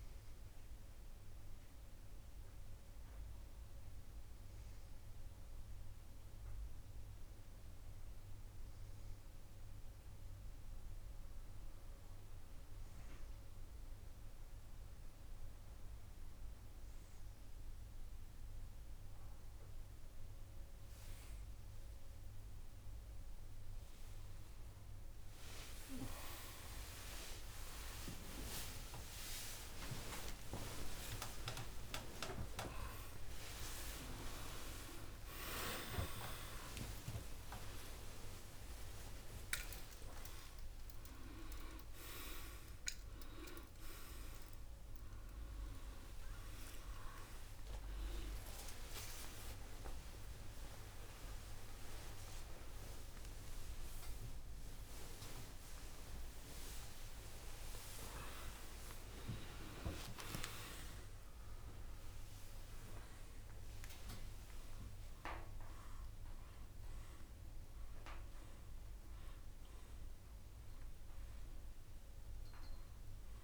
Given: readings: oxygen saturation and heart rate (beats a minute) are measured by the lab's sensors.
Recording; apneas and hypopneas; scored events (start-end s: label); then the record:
a person awake in a sleep study, by a room microphone; none
21.50-73.44 s: new sleep stage, awake
From the record:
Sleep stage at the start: N1 (lightest sleep); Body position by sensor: on the left side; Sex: male